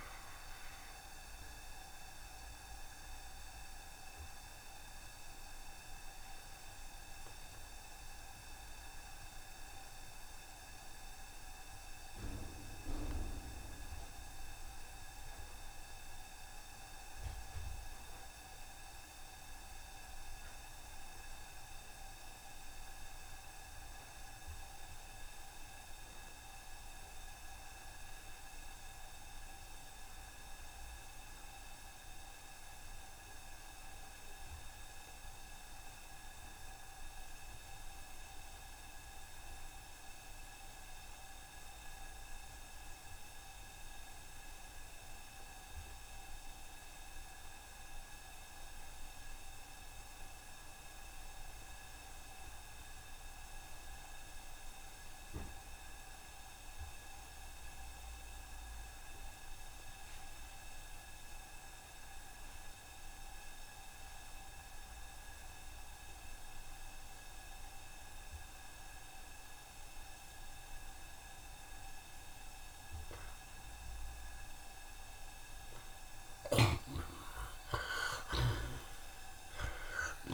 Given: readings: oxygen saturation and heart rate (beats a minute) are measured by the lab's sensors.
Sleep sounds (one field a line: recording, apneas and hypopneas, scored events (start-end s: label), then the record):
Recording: breathing in sleep, hard to hear, by a room microphone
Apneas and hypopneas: 1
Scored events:
0.00-13.50 s: oxygen desaturation (device-marked, oxygen 59% lowest, heart rate 71 extreme)
2.00-4.00 s: long interval between heartbeats (device-marked, heart rate 90 before, 81 extreme)
3.50-74.50 s: obstructive apnea (oxygen 69% before, 57% lowest, heart rate 91 before, 68 extreme, up 50 after)
15.50-80.34 s: oxygen desaturation (device-marked, oxygen 91% before, 57% lowest, heart rate 82 before, 68 extreme)
56.00-58.00 s: long interval between heartbeats (device-marked, heart rate 78 before, 77 extreme)
76.00-78.00 s: long interval between heartbeats (device-marked, heart rate 76 before, 87 extreme)
76.50-80.34 s: arousal
76.50-80.34 s: snoring (device-marked)
76.50-80.34 s: tachycardia (device-marked, heart rate 79 before, 129 extreme)
78.00-80.00 s: long interval between heartbeats (device-marked, heart rate 77 before, 97 extreme)
From the record:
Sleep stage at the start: N2 (light sleep)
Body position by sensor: on the right side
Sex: male